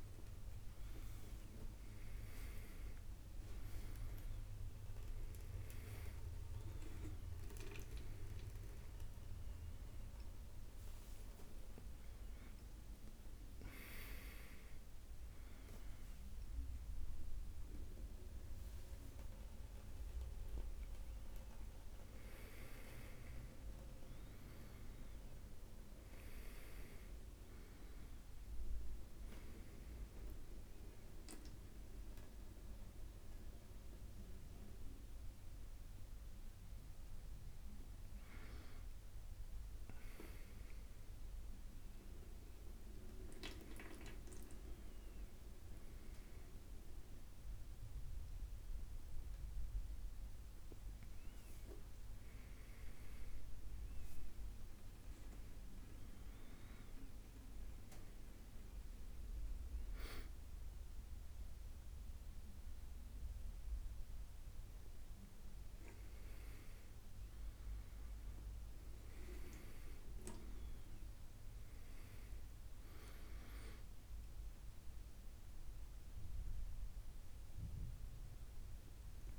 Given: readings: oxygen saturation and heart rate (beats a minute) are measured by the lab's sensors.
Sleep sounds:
a person awake in a sleep study, by a room microphone; none
none scored
From the record:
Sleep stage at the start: awake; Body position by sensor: on the right side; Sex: male

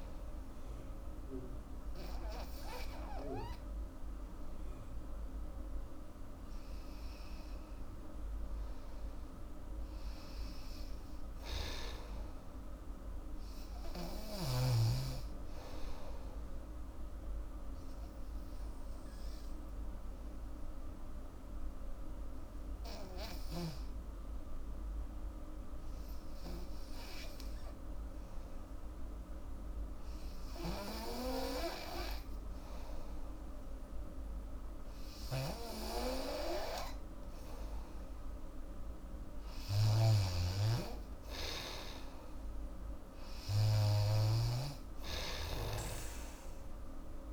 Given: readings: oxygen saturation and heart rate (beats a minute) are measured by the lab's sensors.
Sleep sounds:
breathing in sleep by a room microphone; 1
0.00-5.00 s: oxygen desaturation (device-marked, oxygen 90% lowest, heart rate 72 extreme)
7.50-11.00 s: arousal
17.50-38.00 s: obstructive apnea (oxygen 98% before, 88% lowest, heart rate 83 before, 75 extreme, up 8 after)
35.00-47.33 s: oxygen desaturation (device-marked, oxygen 97% before, 92% lowest, heart rate 78 before, 79 extreme)
40.00-44.50 s: snoring (device-marked)
40.50-44.50 s: arousal
From the record:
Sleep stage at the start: N2 (light sleep); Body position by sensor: on the back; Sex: female

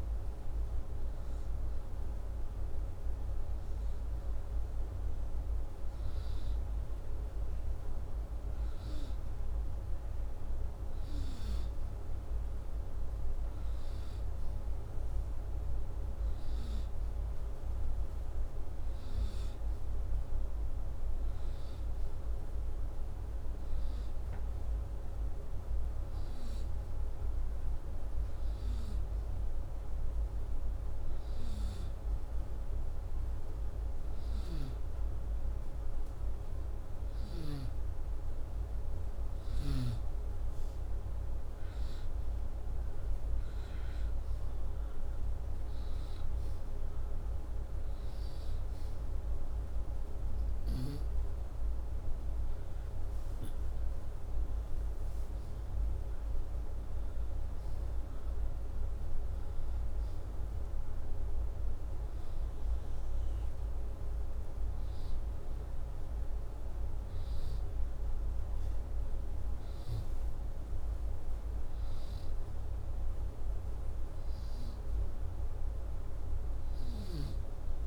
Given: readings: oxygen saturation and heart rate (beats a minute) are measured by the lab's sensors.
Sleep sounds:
breathing in sleep, hard to hear, by a room microphone; none
none scored
From the record:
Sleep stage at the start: N2 (light sleep); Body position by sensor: upright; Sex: male

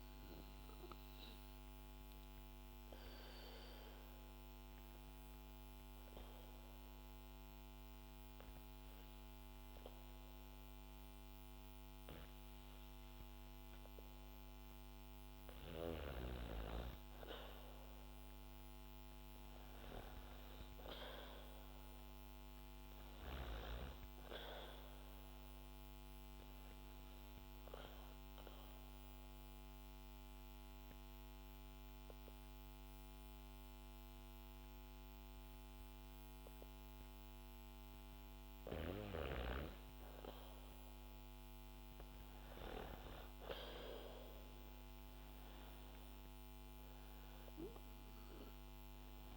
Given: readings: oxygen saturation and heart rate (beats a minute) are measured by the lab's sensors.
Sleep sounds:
breathing in sleep by a microphone on the trachea; 2
5.50-16.50 s: obstructive apnea (oxygen 99% before, 94% lowest, heart rate 66 before, 61 extreme, up 0 after)
20.00-23.50 s: arousal
28.50-39.00 s: mixed apnea (oxygen 98% before, 94% lowest, heart rate 65 before, 61 extreme, up 4 after)
43.00-47.50 s: arousal
From the record:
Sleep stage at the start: N2 (light sleep); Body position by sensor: on the back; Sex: female

